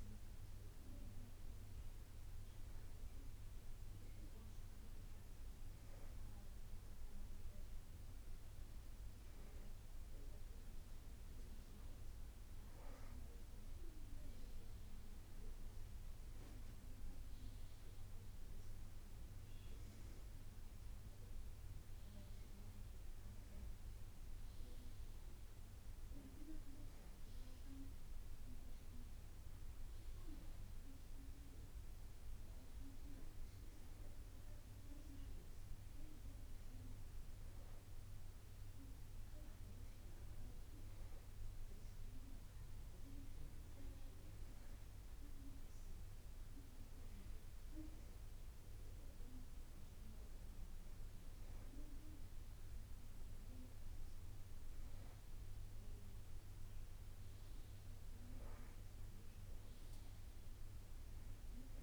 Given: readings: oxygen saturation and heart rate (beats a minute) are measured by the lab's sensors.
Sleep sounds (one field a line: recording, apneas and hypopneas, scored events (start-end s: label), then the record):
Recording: breathing in sleep by a room microphone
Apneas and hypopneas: none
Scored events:
none scored
From the record:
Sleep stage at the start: N2 (light sleep)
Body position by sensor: on the back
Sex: female